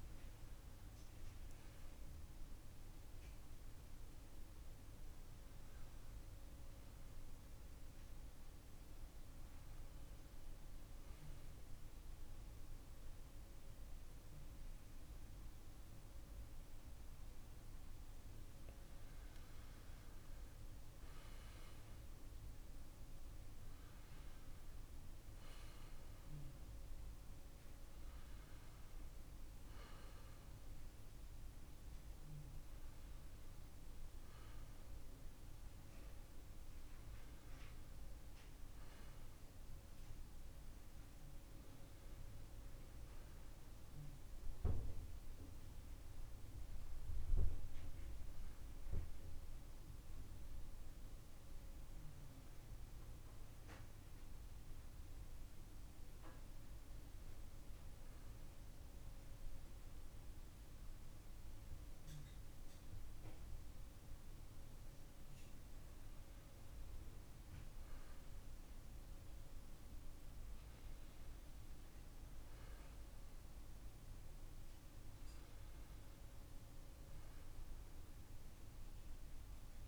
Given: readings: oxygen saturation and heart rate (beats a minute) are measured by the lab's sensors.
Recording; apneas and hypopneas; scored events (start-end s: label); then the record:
breathing in sleep, hard to hear, by a room microphone; 1
9.00-19.00 s: obstructive apnea (oxygen 94% before, 91% lowest)
27.50-31.00 s: arousal
From the record:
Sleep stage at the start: N2 (light sleep); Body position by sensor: on the back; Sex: male